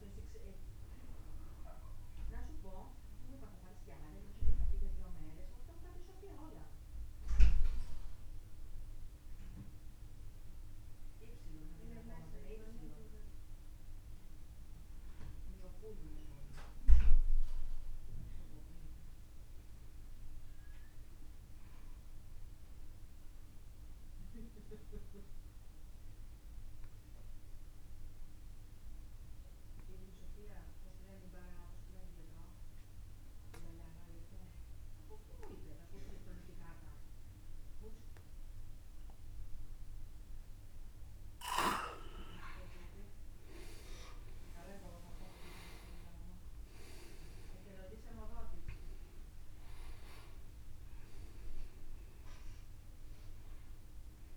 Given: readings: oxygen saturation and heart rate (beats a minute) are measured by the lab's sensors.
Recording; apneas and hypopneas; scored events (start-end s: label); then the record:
breathing in sleep by a room microphone; 1
0.00-12.50 s: oxygen desaturation (device-marked, oxygen 91% lowest, heart rate 33 extreme)
17.00-41.00 s: obstructive apnea (oxygen 99% before, 89% lowest)
39.50-54.37 s: oxygen desaturation (device-marked, oxygen 98% before, 89% lowest)
43.00-46.50 s: arousal
From the record:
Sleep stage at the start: N2 (light sleep); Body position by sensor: on the back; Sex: male